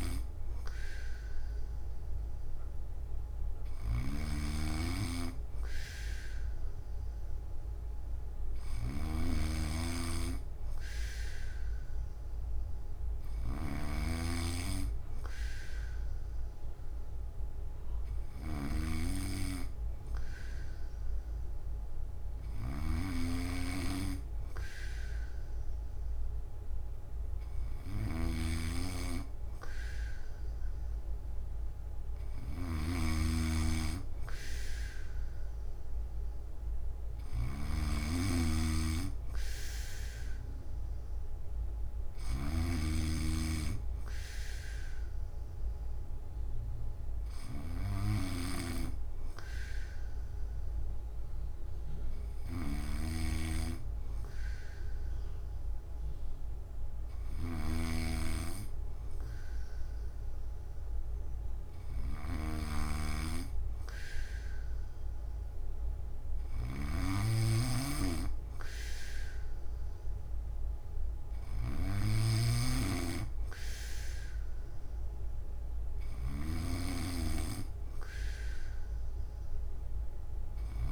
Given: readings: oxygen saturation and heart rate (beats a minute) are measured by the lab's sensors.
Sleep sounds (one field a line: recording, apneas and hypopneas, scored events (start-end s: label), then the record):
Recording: breathing in sleep by a room microphone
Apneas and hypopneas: none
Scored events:
0.00-80.92 s: snoring (device-marked)
13.50-80.92 s: new sleep stage, N1 (lightest sleep)
From the record:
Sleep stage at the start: N3 (deep sleep)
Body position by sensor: on the back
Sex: male